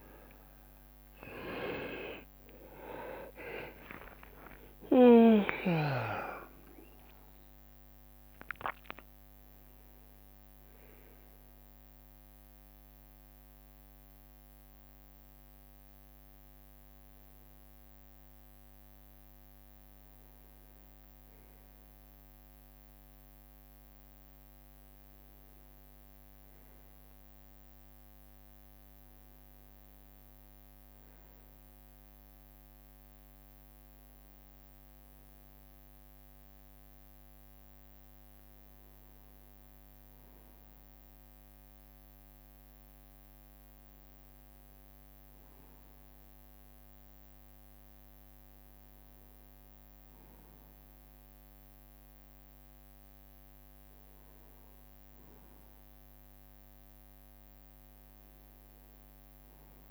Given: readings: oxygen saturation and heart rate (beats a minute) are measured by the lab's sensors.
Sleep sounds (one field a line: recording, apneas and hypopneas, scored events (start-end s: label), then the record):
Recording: a person awake in a sleep study, by a microphone on the trachea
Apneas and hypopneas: none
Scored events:
0.00-1.50 s: leg movement (device-marked)
0.00-2.00 s: drop in pulse transit time (device-marked, heart rate 96 before, 87 extreme)
1.50-12.00 s: leg movement (device-marked)
6.00-8.00 s: long interval between heartbeats (device-marked, heart rate 86 before, 88 extreme)
30.00-59.91 s: new sleep stage, N1 (lightest sleep)
45.00-56.00 s: oxygen desaturation (device-marked, oxygen 99% before, 96% lowest, heart rate 67 before, 65 extreme)
From the record:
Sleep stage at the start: awake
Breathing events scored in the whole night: 189 in 4.2 hours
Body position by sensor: on the right side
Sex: male